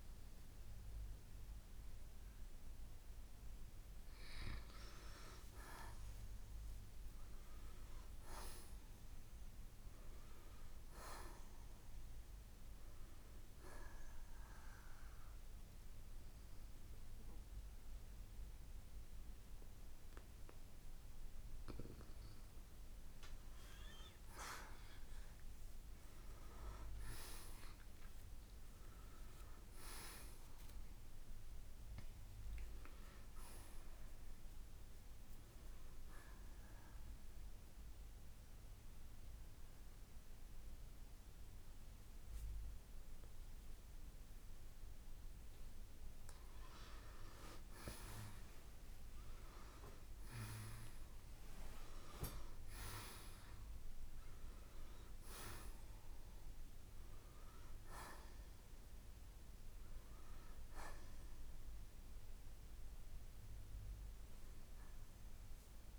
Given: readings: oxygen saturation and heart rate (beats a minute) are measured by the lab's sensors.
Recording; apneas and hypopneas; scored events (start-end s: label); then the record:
breathing in sleep by a room microphone; 1
0.00-7.50 s: oxygen desaturation (device-marked, oxygen 85% lowest, heart rate 50 extreme)
7.00-10.50 s: arousal
12.50-32.50 s: oxygen desaturation (device-marked, oxygen 94% before, 88% lowest, heart rate 63 before, 50 extreme)
14.00-24.50 s: obstructive apnea (oxygen 94% before, 85% lowest, heart rate 63 before, 50 extreme, up 14 after)
27.00-30.00 s: arousal
39.50-54.50 s: oxygen desaturation (device-marked, oxygen 93% before, 88% lowest, heart rate 62 before, 54 extreme)
64.50-65.99 s: oxygen desaturation (device-marked, oxygen 93% before, 85% lowest, heart rate 73 before, 52 extreme)
From the record:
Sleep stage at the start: N2 (light sleep); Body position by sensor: on the right side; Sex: male